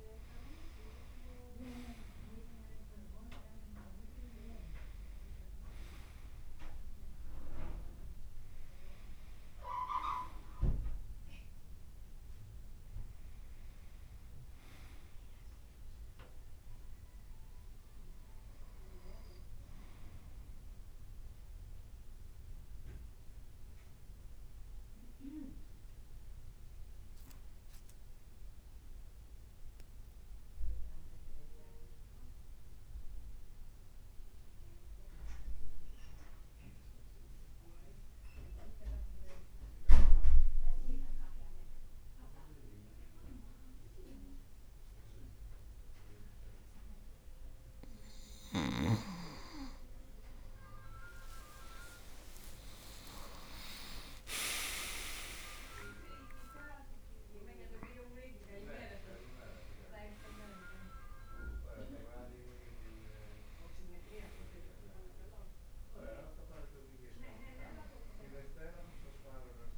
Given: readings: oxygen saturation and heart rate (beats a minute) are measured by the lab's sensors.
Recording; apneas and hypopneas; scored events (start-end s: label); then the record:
breathing in sleep by a room microphone; 1
0.00-1.00 s: arousal
2.00-5.00 s: leg movement (device-marked)
5.00-11.00 s: oxygen desaturation (device-marked, oxygen 99% before, 96% lowest, heart rate 56 before, 54 extreme)
21.00-23.50 s: leg movement (device-marked)
21.50-48.00 s: obstructive apnea (oxygen 99% before, 95% lowest, heart rate 58 before, 54 extreme, up 6 after)
26.50-31.50 s: leg movement (device-marked)
50.50-54.00 s: arousal
52.50-55.50 s: leg movement (device-marked)
53.50-55.50 s: long interval between heartbeats (device-marked, heart rate 54 before, 60 extreme)
From the record:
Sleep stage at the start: N2 (light sleep); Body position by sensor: on the right side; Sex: male